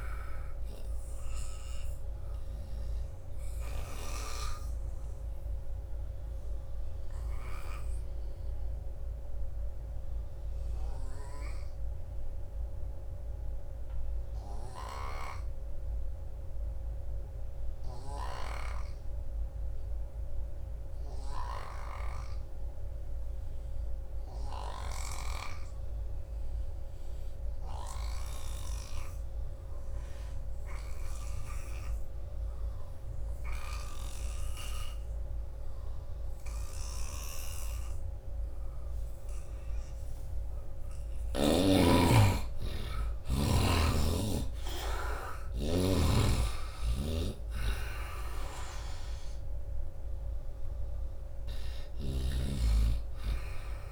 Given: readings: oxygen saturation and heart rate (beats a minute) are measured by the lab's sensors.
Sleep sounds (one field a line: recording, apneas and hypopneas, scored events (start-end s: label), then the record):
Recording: breathing in sleep by a room microphone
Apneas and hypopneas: 1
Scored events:
0.00-13.50 s: oxygen desaturation (device-marked, oxygen 75% lowest, heart rate 70 extreme)
1.50-40.00 s: obstructive apnea (oxygen 98% before, 75% lowest, heart rate 80 before, 64 extreme, up 22 after)
25.50-53.92 s: oxygen desaturation (device-marked, oxygen 98% before, 76% lowest, heart rate 84 before, 64 extreme)
27.50-41.50 s: snoring (device-marked)
41.50-46.50 s: arousal
46.00-52.00 s: snoring (device-marked)
From the record:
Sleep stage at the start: N2 (light sleep)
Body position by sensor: on the right side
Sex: male